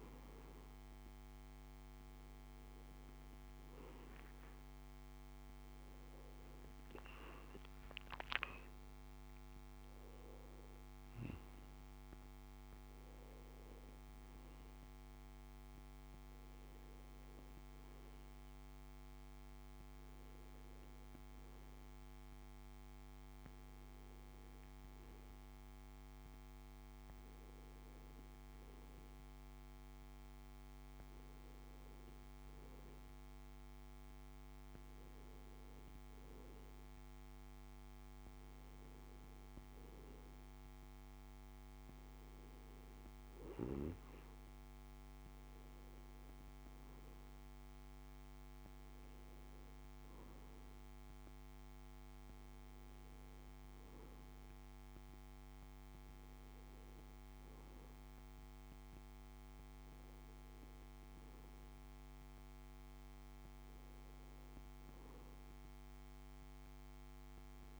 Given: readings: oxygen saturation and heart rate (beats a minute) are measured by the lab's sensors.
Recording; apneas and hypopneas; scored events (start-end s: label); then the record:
breathing in sleep, hard to hear, by a microphone on the trachea; none
none scored
From the record:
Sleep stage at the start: N2 (light sleep); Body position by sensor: on the back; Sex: male